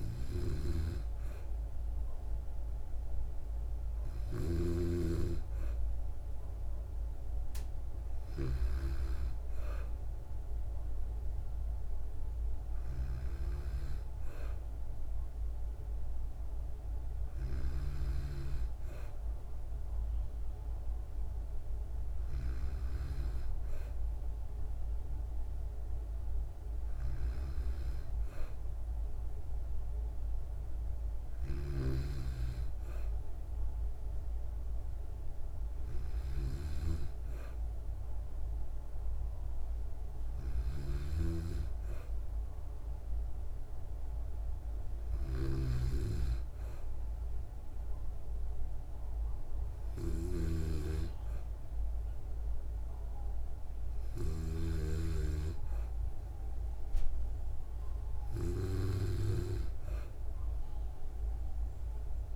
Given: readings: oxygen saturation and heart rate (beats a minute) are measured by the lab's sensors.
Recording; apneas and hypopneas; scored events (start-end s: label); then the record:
breathing in sleep by a room microphone; none
50.00-54.50 s: snoring (device-marked)
From the record:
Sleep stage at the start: N2 (light sleep); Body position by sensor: on the back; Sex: female